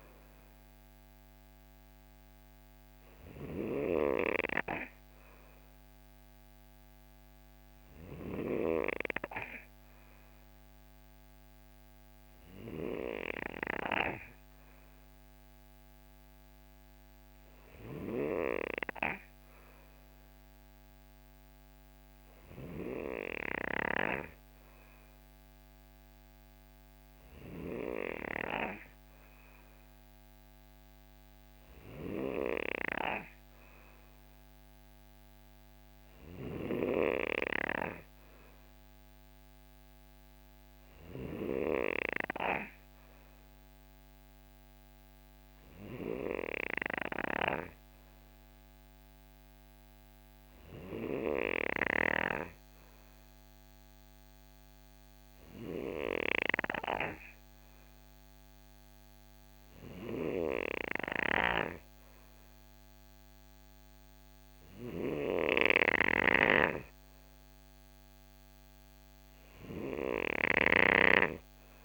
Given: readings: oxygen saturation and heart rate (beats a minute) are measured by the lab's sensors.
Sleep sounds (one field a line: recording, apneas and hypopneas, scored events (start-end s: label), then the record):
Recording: breathing in sleep by a microphone on the trachea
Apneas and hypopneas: none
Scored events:
16.50-71.85 s: new sleep stage, N3 (deep sleep)
From the record:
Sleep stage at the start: N2 (light sleep)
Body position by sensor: on the right side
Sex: male